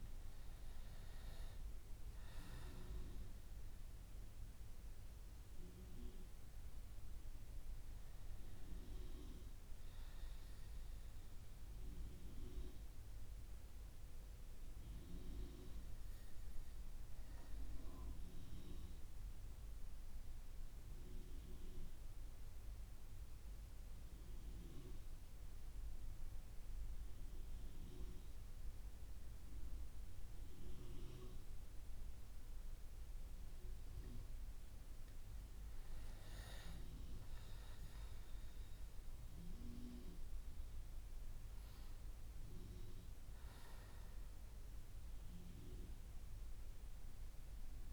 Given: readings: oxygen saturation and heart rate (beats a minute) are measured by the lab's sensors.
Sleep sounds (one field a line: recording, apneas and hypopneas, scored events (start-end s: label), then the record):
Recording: breathing in sleep by a room microphone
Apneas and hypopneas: 1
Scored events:
18.00-34.50 s: mixed apnea (oxygen 99% before, 95% lowest)
36.00-40.50 s: arousal
From the record:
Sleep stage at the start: N2 (light sleep)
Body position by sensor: on the back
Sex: male